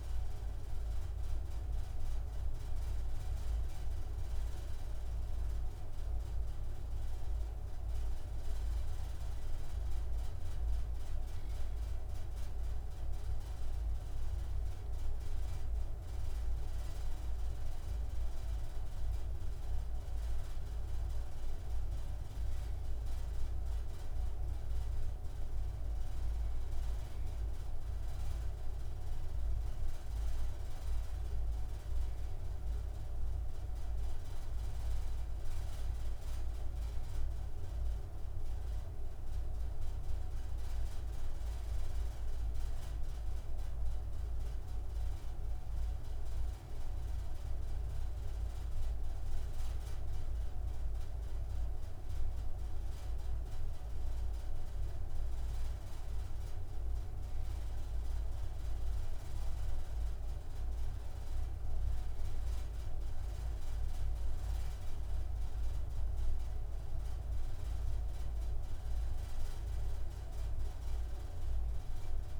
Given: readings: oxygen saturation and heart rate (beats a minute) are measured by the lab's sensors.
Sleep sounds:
breathing in sleep, hard to hear, by a room microphone; 1
5.00-15.50 s: obstructive apnea (oxygen 96% before, 95% lowest)
18.50-22.00 s: arousal
From the record:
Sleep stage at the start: N2 (light sleep); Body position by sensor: on the right side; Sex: male

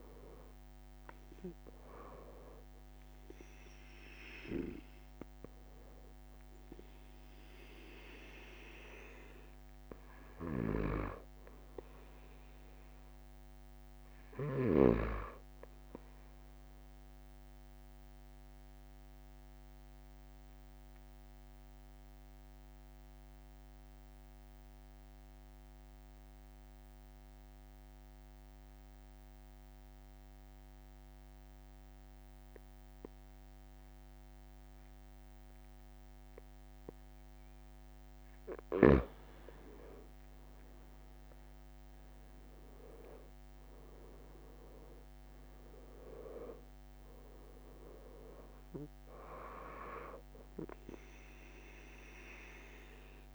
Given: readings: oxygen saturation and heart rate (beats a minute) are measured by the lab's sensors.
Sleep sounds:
breathing in sleep by a microphone on the trachea; 1
8.00-10.00 s: long interval between heartbeats (device-marked)
10.50-23.50 s: oxygen desaturation (device-marked, oxygen 95% before, 92% lowest)
13.00-15.00 s: long interval between heartbeats (device-marked)
17.50-37.00 s: obstructive apnea (oxygen 97% before, 91% lowest)
38.00-40.00 s: long interval between heartbeats (device-marked, heart rate 45 before, 47 extreme)
41.00-45.50 s: arousal
44.50-52.50 s: oxygen desaturation (device-marked, oxygen 97% before, 93% lowest)
From the record:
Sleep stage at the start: N2 (light sleep); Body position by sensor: on the right side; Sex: male

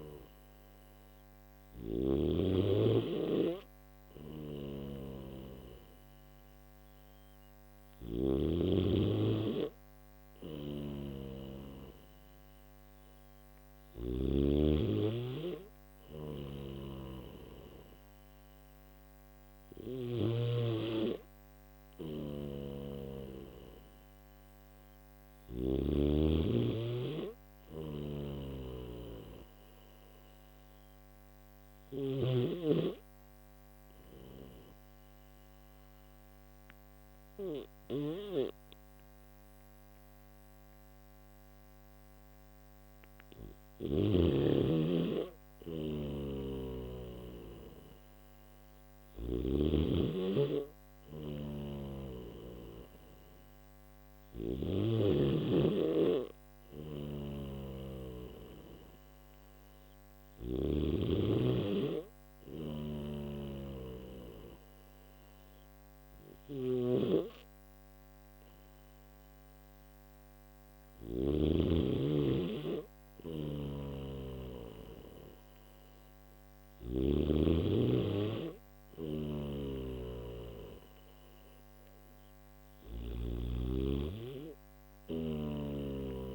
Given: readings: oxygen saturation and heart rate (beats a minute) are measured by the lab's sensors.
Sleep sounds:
breathing in sleep by a microphone on the trachea; none
0.00-8.00 s: snoring (device-marked)
10.00-13.50 s: snoring (device-marked)
15.50-19.50 s: snoring (device-marked)
21.50-25.50 s: snoring (device-marked)
27.50-32.00 s: snoring (device-marked)
45.50-49.00 s: snoring (device-marked)
56.00-60.00 s: snoring (device-marked)
62.00-71.00 s: snoring (device-marked)
73.00-76.50 s: snoring (device-marked)
78.50-82.50 s: snoring (device-marked)
84.50-86.34 s: snoring (device-marked)
From the record:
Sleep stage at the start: N3 (deep sleep); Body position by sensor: on the back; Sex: male

